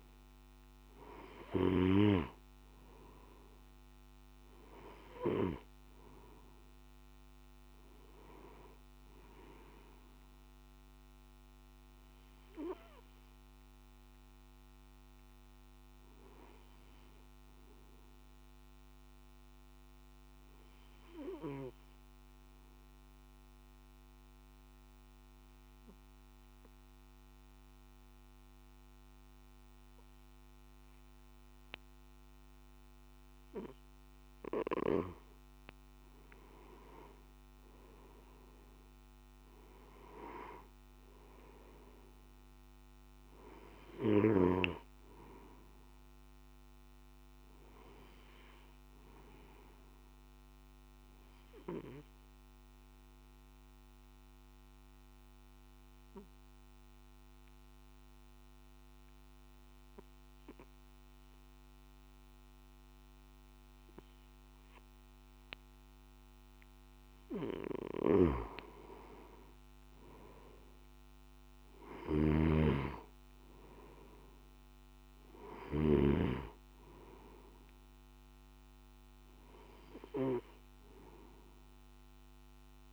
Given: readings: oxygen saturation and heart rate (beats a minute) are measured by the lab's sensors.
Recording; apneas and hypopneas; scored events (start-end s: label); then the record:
breathing in sleep by a microphone on the trachea; 2
4.50-22.50 s: oxygen desaturation (device-marked, oxygen 97% before, 91% lowest, heart rate 53 before, 50 extreme)
18.00-34.00 s: obstructive apnea (oxygen 97% before, 90% lowest, heart rate 54 before, 50 extreme, up 6 after)
42.50-65.50 s: oxygen desaturation (device-marked, oxygen 96% before, 90% lowest, heart rate 54 before, 50 extreme)
42.50-82.93 s: new sleep stage, N3 (deep sleep)
50.50-67.00 s: obstructive apnea (oxygen 97% before, 90% lowest, heart rate 54 before, 51 extreme, up 7 after)
72.00-76.00 s: snoring (device-marked)
76.50-82.93 s: oxygen desaturation (device-marked, oxygen 98% before, 91% lowest, heart rate 54 before, 51 extreme)
From the record:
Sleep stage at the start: N2 (light sleep); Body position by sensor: on the back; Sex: male